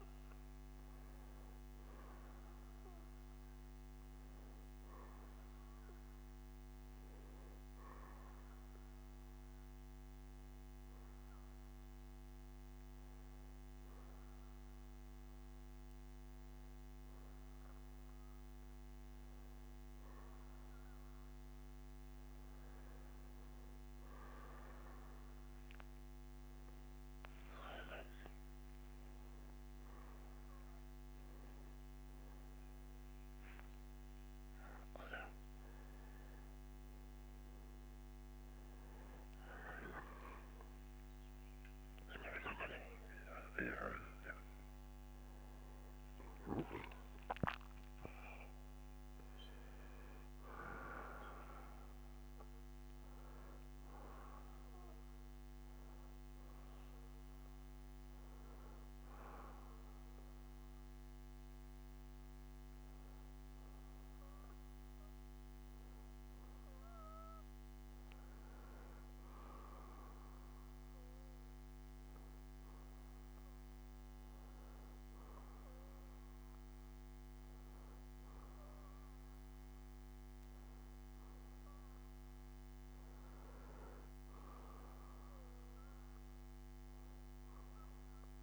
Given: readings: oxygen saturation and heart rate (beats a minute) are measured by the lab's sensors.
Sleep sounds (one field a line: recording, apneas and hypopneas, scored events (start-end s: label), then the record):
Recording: a person partly awake in a sleep study, by a microphone on the trachea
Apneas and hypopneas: 2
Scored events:
0.00-5.50 s: oxygen desaturation (device-marked, oxygen 93% lowest, heart rate 56 extreme)
2.50-8.50 s: bradycardia (device-marked, heart rate 66 before, 58 extreme)
6.50-36.50 s: new sleep stage, N1 (lightest sleep)
7.00-21.50 s: hypopnea (oxygen 96% before, 94% lowest, heart rate 70 before, 58 extreme, up 6 after)
19.50-31.50 s: bradycardia (device-marked, heart rate 66 before, 58 extreme)
36.50-66.50 s: new sleep stage, awake
55.50-68.50 s: bradycardia (device-marked, heart rate 66 before, 56 extreme)
66.50-88.43 s: new sleep stage, N1 (lightest sleep)
71.50-83.00 s: hypopnea (oxygen 96% before, 94% lowest, heart rate 60 before, 48 extreme, up 12 after)
77.50-83.50 s: bradycardia (device-marked, heart rate 66 before, 55 extreme)
86.50-88.43 s: arousal
From the record:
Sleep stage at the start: N2 (light sleep)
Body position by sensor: on the back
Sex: male